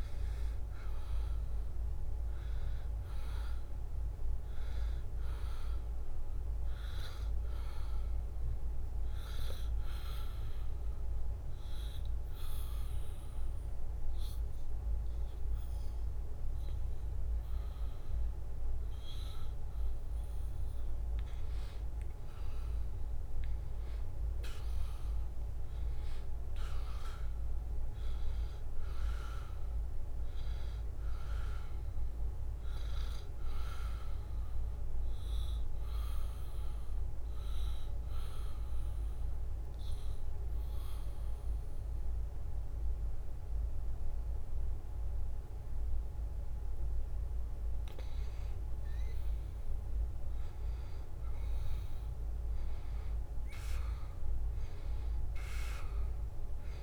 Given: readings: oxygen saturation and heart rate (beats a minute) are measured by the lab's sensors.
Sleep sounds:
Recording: breathing in sleep, hard to hear, by a room microphone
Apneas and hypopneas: 2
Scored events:
0.00-1.50 s: arousal
9.00-20.50 s: obstructive apnea (oxygen 94% before, 90% lowest, heart rate 74 before, 72 extreme, up 1 after)
23.50-26.50 s: arousal
34.00-47.50 s: obstructive apnea (oxygen 94% before, 90% lowest, heart rate 74 before, 72 extreme, up 1 after)
52.00-56.50 s: arousal
From the record:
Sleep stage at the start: N2 (light sleep)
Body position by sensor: on the back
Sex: male

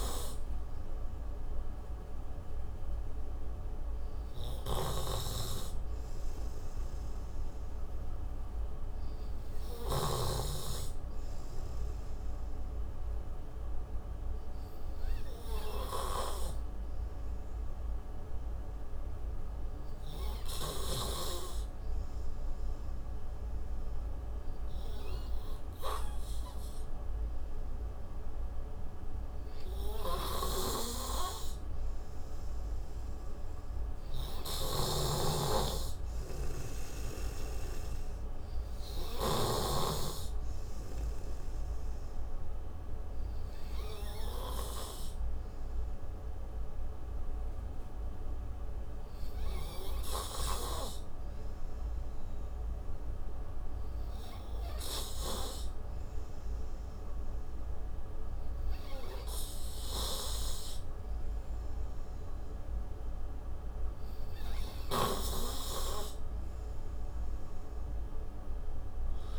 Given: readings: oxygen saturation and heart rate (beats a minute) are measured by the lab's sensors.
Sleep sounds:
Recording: breathing in sleep by a room microphone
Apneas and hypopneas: 2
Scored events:
22.50-33.00 s: obstructive apnea (oxygen 98% before, 90% lowest)
35.00-40.00 s: snoring (device-marked)
35.50-39.00 s: arousal
38.50-58.50 s: oxygen desaturation (device-marked, oxygen 95% before, 90% lowest)
45.50-56.00 s: hypopnea (oxygen 96% before, 90% lowest)
61.00-65.00 s: arousal
67.50-69.39 s: oxygen desaturation (device-marked, oxygen 97% before, 92% lowest)
From the record:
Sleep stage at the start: N3 (deep sleep)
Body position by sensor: on the right side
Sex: male

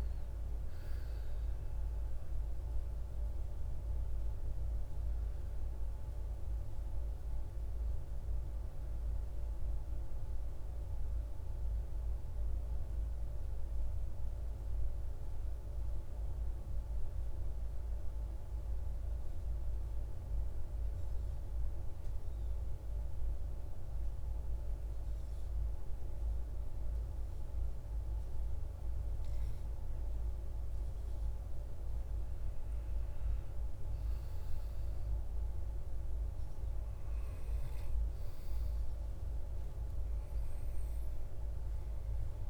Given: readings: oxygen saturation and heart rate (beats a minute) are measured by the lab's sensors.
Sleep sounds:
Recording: breathing in sleep, hard to hear, by a room microphone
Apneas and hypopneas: 1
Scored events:
0.00-15.00 s: oxygen desaturation (device-marked, oxygen 84% lowest, heart rate 52 extreme)
13.50-28.50 s: central apnea (oxygen 98% before, 86% lowest, heart rate 69 before, 52 extreme, up 7 after)
30.50-35.00 s: arousal
40.00-42.50 s: oxygen desaturation (device-marked, oxygen 98% before, 92% lowest, heart rate 57 before, 57 extreme)
From the record:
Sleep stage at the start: N2 (light sleep)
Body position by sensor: on the back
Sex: male

